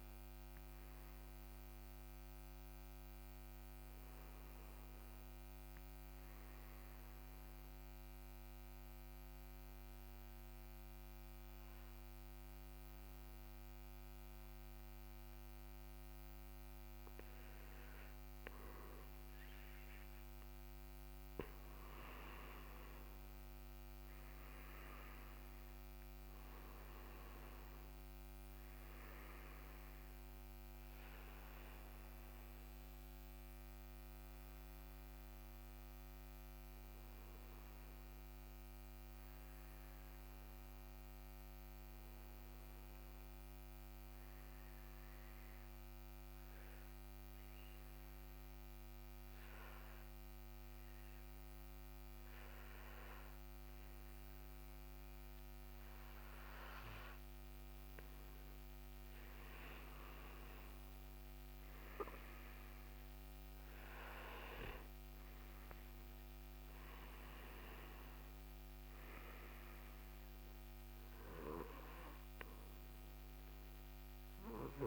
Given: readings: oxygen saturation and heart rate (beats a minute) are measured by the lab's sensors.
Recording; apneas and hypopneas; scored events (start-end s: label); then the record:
breathing in sleep, hard to hear, by a microphone on the trachea; 2
8.50-22.00 s: mixed apnea (oxygen 96% before, 94% lowest, heart rate 72 before, 63 extreme, up 4 after)
23.50-27.00 s: arousal
46.50-61.50 s: obstructive apnea (oxygen 98% before, 94% lowest, heart rate 66 before, 63 extreme, up 3 after)
63.50-67.00 s: arousal
From the record:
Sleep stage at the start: N2 (light sleep); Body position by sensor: on the right side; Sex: male